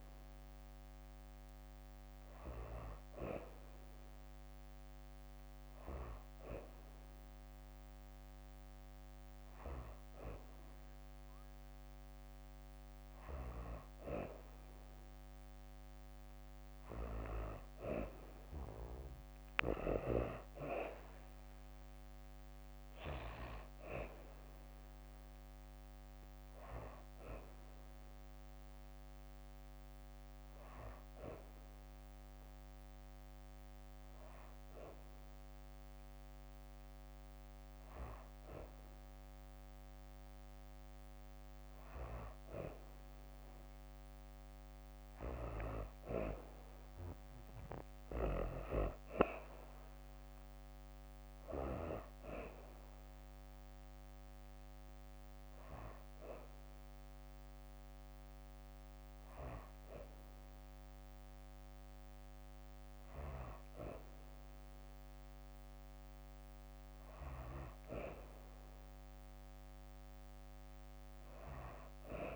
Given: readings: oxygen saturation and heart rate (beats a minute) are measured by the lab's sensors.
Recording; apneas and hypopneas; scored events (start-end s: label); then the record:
breathing in sleep by a microphone on the trachea; none
none scored
From the record:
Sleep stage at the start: N3 (deep sleep); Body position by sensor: on the back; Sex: female